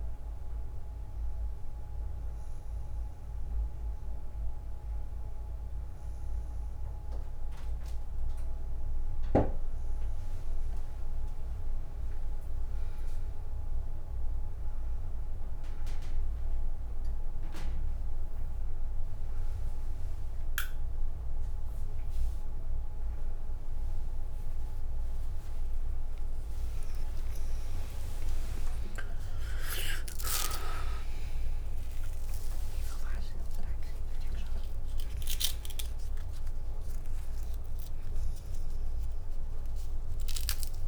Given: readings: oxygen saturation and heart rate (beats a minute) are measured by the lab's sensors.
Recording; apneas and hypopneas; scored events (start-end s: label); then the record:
breathing in sleep by a room microphone; none
6.00-8.00 s: long interval between heartbeats (device-marked, heart rate 61 before, 63 extreme)
15.00-40.88 s: new sleep stage, N2 (light sleep)
28.00-34.00 s: arousal
28.50-30.50 s: long interval between heartbeats (device-marked, heart rate 60 before, 69 extreme)
29.00-33.00 s: tachycardia (device-marked, heart rate 60 before, 109 extreme)
32.50-34.50 s: long interval between heartbeats (device-marked, heart rate 64 before, 109 extreme)
From the record:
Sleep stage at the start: N3 (deep sleep); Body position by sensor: on the front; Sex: female